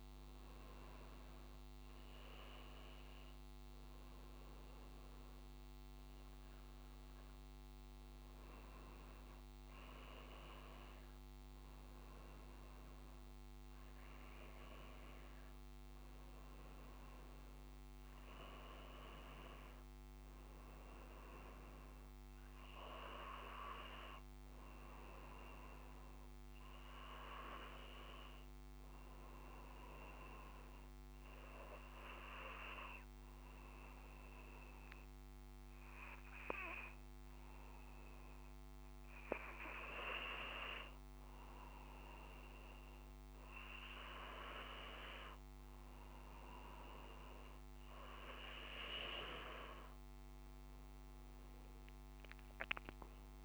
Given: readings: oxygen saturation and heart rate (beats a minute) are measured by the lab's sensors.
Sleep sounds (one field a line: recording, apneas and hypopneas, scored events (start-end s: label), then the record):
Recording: breathing in sleep by a microphone on the trachea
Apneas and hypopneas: none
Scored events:
none scored
From the record:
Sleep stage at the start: N2 (light sleep)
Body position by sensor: on the back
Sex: male